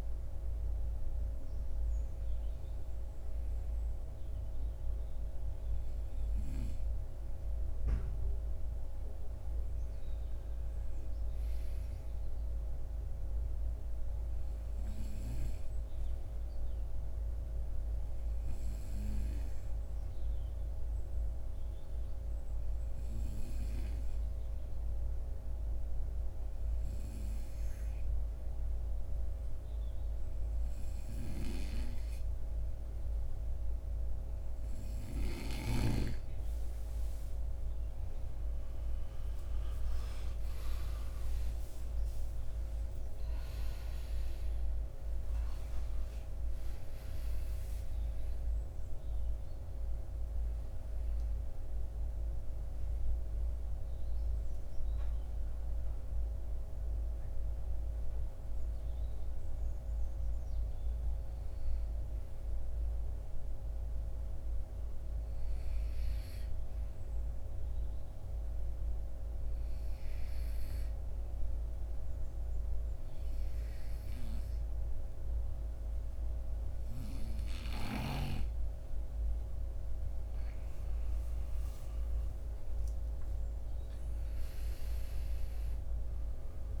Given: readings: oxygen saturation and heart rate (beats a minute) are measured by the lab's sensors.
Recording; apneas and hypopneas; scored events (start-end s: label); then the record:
breathing in sleep, hard to hear, by a room microphone; 2
14.00-29.00 s: oxygen desaturation (device-marked, oxygen 95% before, 92% lowest, heart rate 56 before, 57 extreme)
18.50-32.50 s: obstructive apnea (oxygen 97% before, 91% lowest, heart rate 56 before, 57 extreme, up 18 after)
40.00-45.00 s: arousal
65.00-78.50 s: hypopnea (oxygen 93% before, 91% lowest, heart rate 66 before, 53 extreme, up 15 after)
82.00-86.00 s: arousal
From the record:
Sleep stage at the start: N2 (light sleep); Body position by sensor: on the right side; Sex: male